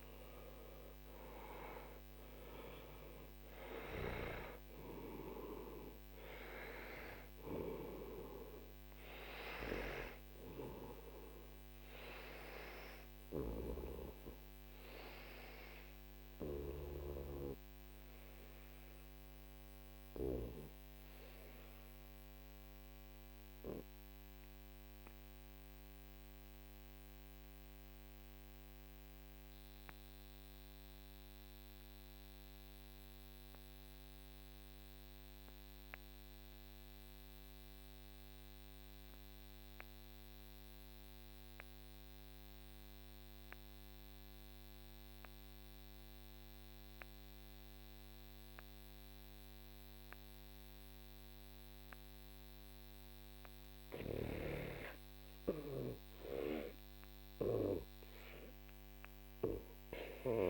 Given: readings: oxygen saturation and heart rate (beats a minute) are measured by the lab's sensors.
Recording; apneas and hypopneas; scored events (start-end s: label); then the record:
breathing in sleep by a microphone on the trachea; 1
0.00-2.00 s: arousal
0.00-20.50 s: oxygen desaturation (device-marked, oxygen 85% lowest, heart rate 50 extreme)
20.00-56.00 s: obstructive apnea (oxygen 94% before, 84% lowest, heart rate 59 before, 50 extreme, up 6 after)
49.50-60.50 s: oxygen desaturation (device-marked, oxygen 96% before, 84% lowest, heart rate 52 before, 57 extreme)
58.00-60.50 s: arousal
From the record:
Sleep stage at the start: REM sleep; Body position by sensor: on the back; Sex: male